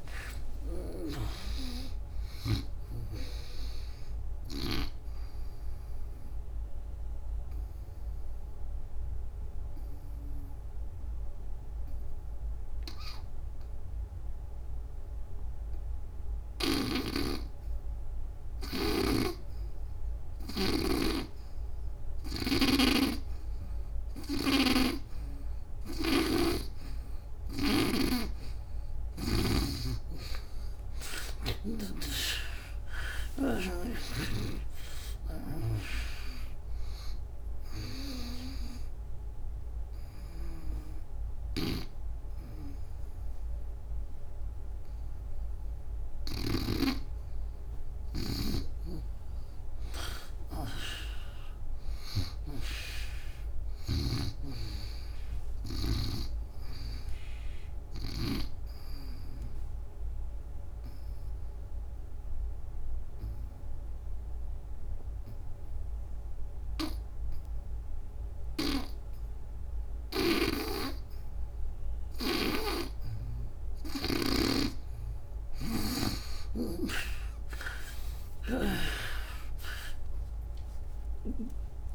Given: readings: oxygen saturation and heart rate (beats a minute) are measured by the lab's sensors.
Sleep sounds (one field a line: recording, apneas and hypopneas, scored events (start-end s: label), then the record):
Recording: breathing in sleep by a room microphone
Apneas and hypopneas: 3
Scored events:
0.00-4.50 s: snoring (device-marked)
0.50-14.50 s: oxygen desaturation (device-marked, oxygen 98% before, 77% lowest, heart rate 82 before, 65 extreme)
4.50-25.00 s: obstructive apnea (oxygen 98% before, 77% lowest, heart rate 88 before, 65 extreme, up 54 after)
18.50-32.00 s: snoring (device-marked)
23.50-51.50 s: oxygen desaturation (device-marked, oxygen 98% before, 81% lowest, heart rate 82 before, 73 extreme)
29.50-34.50 s: arousal
34.00-46.50 s: snoring (device-marked)
39.00-49.50 s: obstructive apnea (oxygen 98% before, 76% lowest, heart rate 93 before, 79 extreme, up 12 after)
52.50-55.50 s: arousal
53.50-64.50 s: oxygen desaturation (device-marked, oxygen 96% before, 86% lowest, heart rate 108 before, 72 extreme)
59.00-71.00 s: obstructive apnea (oxygen 96% before, 76% lowest, heart rate 106 before, 72 extreme, up 0 after)
76.00-80.50 s: arousal
77.50-81.94 s: oxygen desaturation (device-marked, oxygen 95% before, 76% lowest, heart rate 93 before, 67 extreme)
From the record:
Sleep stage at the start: N2 (light sleep)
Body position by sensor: on the back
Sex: female